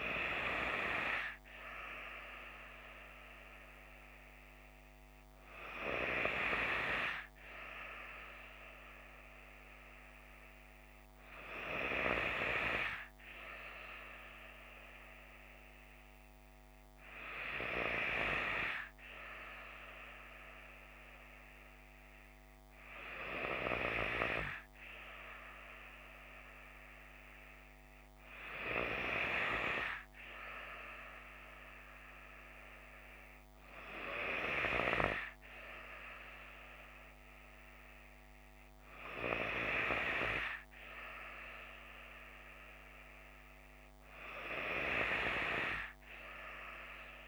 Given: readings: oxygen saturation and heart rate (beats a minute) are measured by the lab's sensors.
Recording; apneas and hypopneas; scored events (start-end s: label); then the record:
breathing in sleep by a microphone on the trachea; none
none scored
From the record:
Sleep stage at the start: N3 (deep sleep); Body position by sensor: on the left side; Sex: female